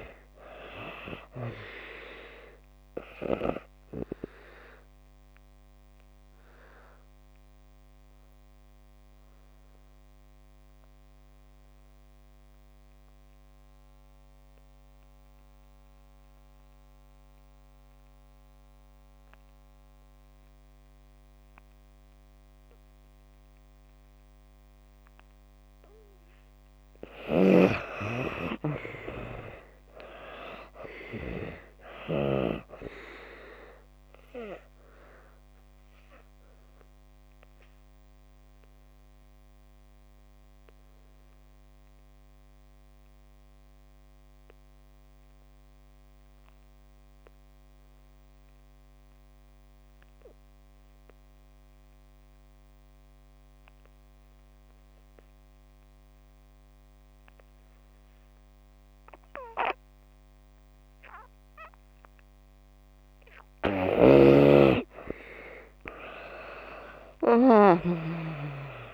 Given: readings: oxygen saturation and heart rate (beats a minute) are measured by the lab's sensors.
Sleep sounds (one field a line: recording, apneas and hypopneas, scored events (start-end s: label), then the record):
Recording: breathing in sleep by a microphone on the trachea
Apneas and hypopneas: 2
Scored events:
0.00-24.50 s: oxygen desaturation (device-marked, oxygen 72% lowest)
3.50-25.50 s: obstructive apnea (oxygen 96% before, 72% lowest)
26.50-56.50 s: oxygen desaturation (device-marked, oxygen 95% before, 72% lowest)
27.00-30.50 s: arousal
35.50-62.00 s: obstructive apnea (oxygen 95% before, 69% lowest)
58.50-68.94 s: oxygen desaturation (device-marked, oxygen 95% before, 69% lowest)
64.00-68.00 s: snoring (device-marked)
65.00-68.50 s: arousal
From the record:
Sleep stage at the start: N2 (light sleep)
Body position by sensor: on the back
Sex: female